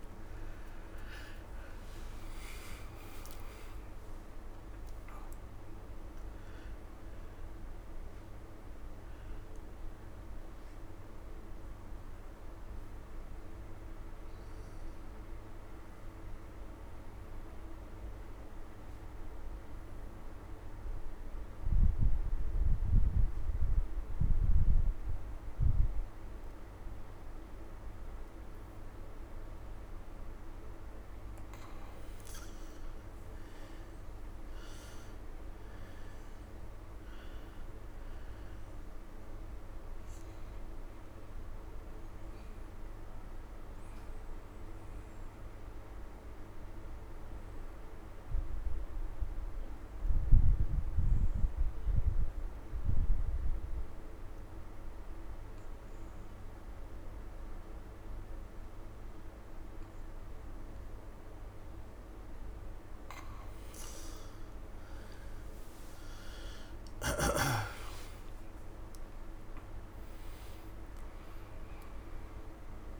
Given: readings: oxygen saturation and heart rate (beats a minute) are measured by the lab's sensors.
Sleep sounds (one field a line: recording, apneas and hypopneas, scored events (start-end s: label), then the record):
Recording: breathing in sleep, hard to hear, by a room microphone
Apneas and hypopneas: 2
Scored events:
0.00-4.50 s: arousal
0.00-8.00 s: oxygen desaturation (device-marked, oxygen 95% before, 91% lowest)
13.00-29.50 s: obstructive apnea (oxygen 95% before, 86% lowest)
18.00-29.00 s: oxygen desaturation (device-marked, oxygen 93% before, 89% lowest)
31.00-51.00 s: oxygen desaturation (device-marked, oxygen 99% before, 87% lowest)
32.00-35.50 s: arousal
40.50-61.50 s: obstructive apnea (oxygen 99% before, 86% lowest)
63.00-73.00 s: oxygen desaturation (device-marked, oxygen 98% before, 86% lowest)
64.50-69.50 s: arousal
From the record:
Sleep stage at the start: N2 (light sleep)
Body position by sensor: on the right side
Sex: male